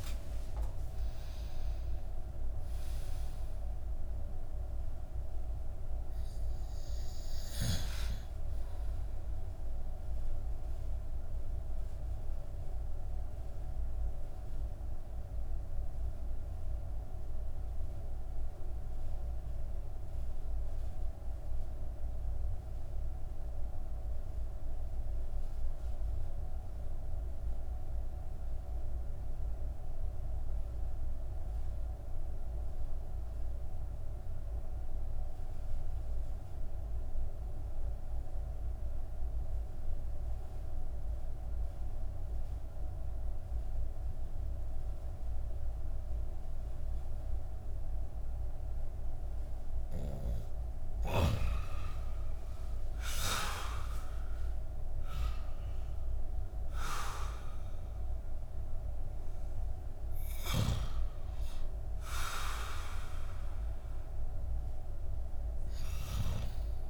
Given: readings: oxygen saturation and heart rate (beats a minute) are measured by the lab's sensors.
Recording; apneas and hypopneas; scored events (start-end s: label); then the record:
breathing in sleep by a room microphone; 1
9.00-49.50 s: obstructive apnea (oxygen 98% before, 91% lowest)
40.50-56.50 s: oxygen desaturation (device-marked, oxygen 98% before, 94% lowest)
51.00-55.00 s: arousal
From the record:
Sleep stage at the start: N2 (light sleep); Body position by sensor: on the back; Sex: male